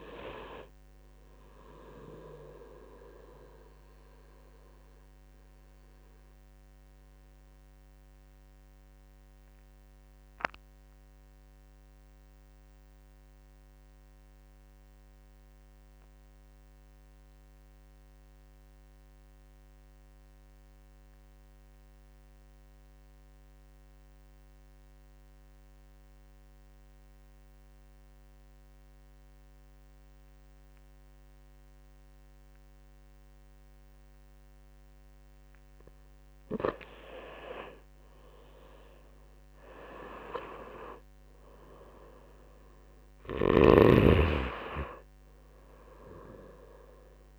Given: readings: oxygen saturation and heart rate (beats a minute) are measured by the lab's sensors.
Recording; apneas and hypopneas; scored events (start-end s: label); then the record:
breathing in sleep by a microphone on the trachea; 1
0.00-12.00 s: oxygen desaturation (device-marked, oxygen 82% lowest)
3.50-33.50 s: obstructive apnea (oxygen 91% before, 80% lowest)
30.00-44.00 s: oxygen desaturation (device-marked, oxygen 99% before, 80% lowest)
37.00-41.50 s: arousal
42.50-47.39 s: snoring (device-marked)
From the record:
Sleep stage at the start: N2 (light sleep); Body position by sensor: on the right side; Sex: male